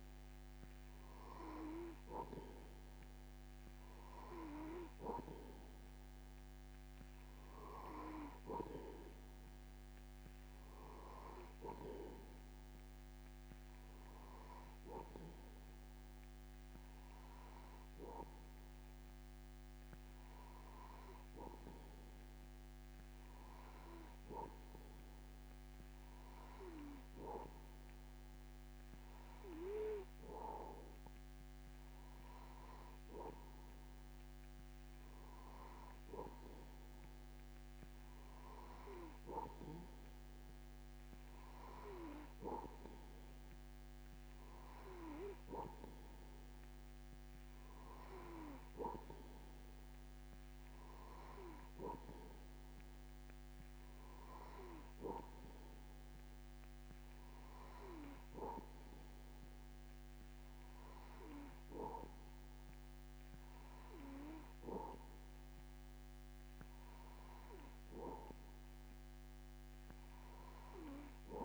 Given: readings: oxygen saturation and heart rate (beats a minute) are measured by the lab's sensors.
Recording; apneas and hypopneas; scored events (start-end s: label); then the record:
breathing in sleep by a microphone on the trachea; none
none scored
From the record:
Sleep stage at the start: N2 (light sleep); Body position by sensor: on the back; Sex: male